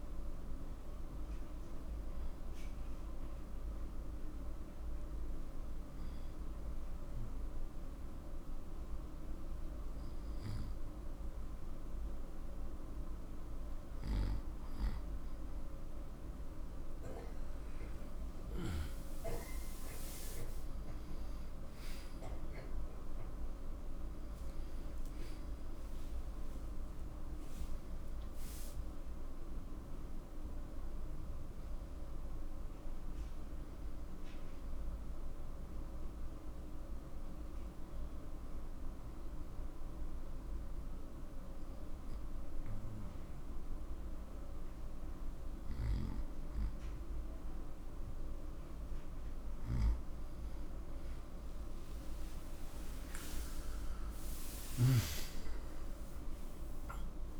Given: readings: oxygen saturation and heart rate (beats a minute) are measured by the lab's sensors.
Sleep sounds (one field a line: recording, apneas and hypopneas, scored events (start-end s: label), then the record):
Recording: breathing in sleep, hard to hear, by a room microphone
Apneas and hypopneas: 2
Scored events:
1.00-57.40 s: new sleep stage, N2 (light sleep)
3.00-15.00 s: obstructive apnea (oxygen 94% before, 89% lowest, heart rate 93 before, 68 extreme, up 16 after)
19.50-24.00 s: arousal
24.00-40.00 s: oxygen desaturation (device-marked, oxygen 94% before, 90% lowest, heart rate 79 before, 62 extreme)
36.00-49.00 s: obstructive apnea (oxygen 94% before, 89% lowest, heart rate 89 before, 62 extreme, up 12 after)
51.00-56.50 s: arousal
55.00-57.40 s: oxygen desaturation (device-marked, oxygen 95% before, 89% lowest, heart rate 79 before, 63 extreme)
From the record:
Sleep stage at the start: N1 (lightest sleep)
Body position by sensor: on the right side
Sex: male